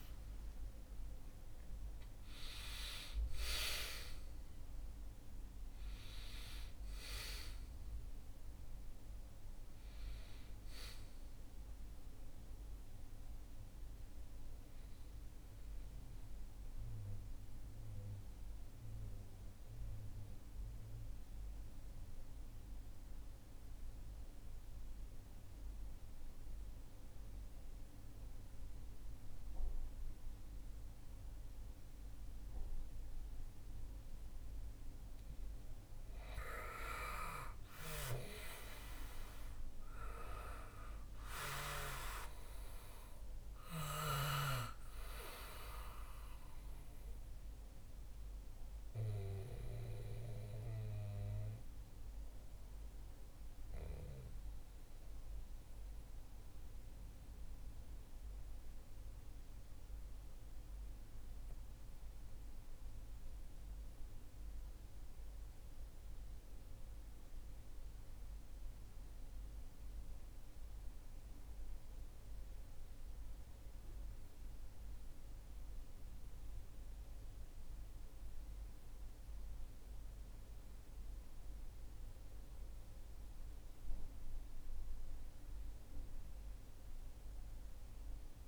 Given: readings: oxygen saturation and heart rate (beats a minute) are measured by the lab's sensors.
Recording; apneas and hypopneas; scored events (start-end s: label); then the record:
breathing in sleep by a room microphone; 2
0.00-4.50 s: oxygen desaturation (device-marked, oxygen 93% lowest, heart rate 61 extreme)
15.50-34.50 s: mixed apnea (oxygen 97% before, 92% lowest, heart rate 69 before, 63 extreme, up 4 after)
28.50-88.48 s: new sleep stage, REM sleep
35.50-40.00 s: arousal
39.50-61.50 s: oxygen desaturation (device-marked, oxygen 98% before, 94% lowest, heart rate 63 before, 55 extreme)
47.50-81.00 s: obstructive apnea (oxygen 98% before, 88% lowest, heart rate 65 before, 55 extreme, up 7 after)
74.50-85.50 s: oxygen desaturation (device-marked, oxygen 98% before, 94% lowest, heart rate 65 before, 54 extreme)
From the record:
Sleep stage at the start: N2 (light sleep); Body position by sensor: on the back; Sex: male